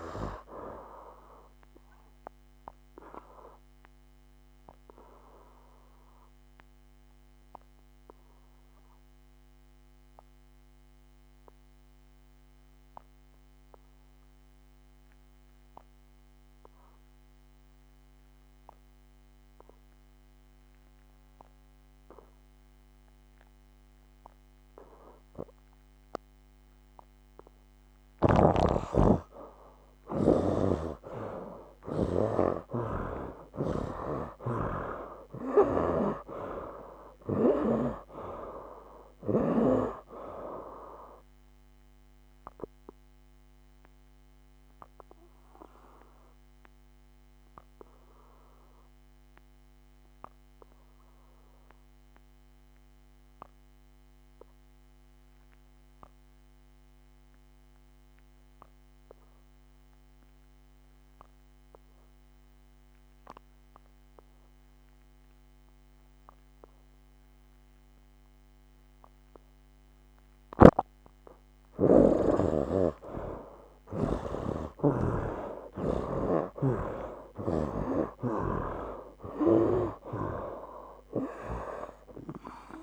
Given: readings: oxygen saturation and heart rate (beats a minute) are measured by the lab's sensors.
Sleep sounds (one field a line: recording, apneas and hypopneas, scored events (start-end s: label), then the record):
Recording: breathing in sleep by a microphone on the trachea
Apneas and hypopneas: 2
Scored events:
0.00-19.00 s: oxygen desaturation (device-marked, oxygen 71% lowest, heart rate 61 extreme)
1.50-28.00 s: obstructive apnea (oxygen 99% before, 71% lowest, heart rate 68 before, 61 extreme, up 13 after)
30.50-34.00 s: snoring (device-marked)
31.00-35.00 s: arousal
33.00-58.00 s: oxygen desaturation (device-marked, oxygen 98% before, 72% lowest, heart rate 64 before, 62 extreme)
42.00-71.50 s: obstructive apnea (oxygen 99% before, 71% lowest, heart rate 69 before, 62 extreme, up 17 after)
64.00-82.82 s: oxygen desaturation (device-marked, oxygen 98% before, 71% lowest, heart rate 66 before, 60 extreme)
70.50-78.50 s: snoring (device-marked)
77.00-80.50 s: arousal
From the record:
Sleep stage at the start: N2 (light sleep)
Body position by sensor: on the back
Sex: male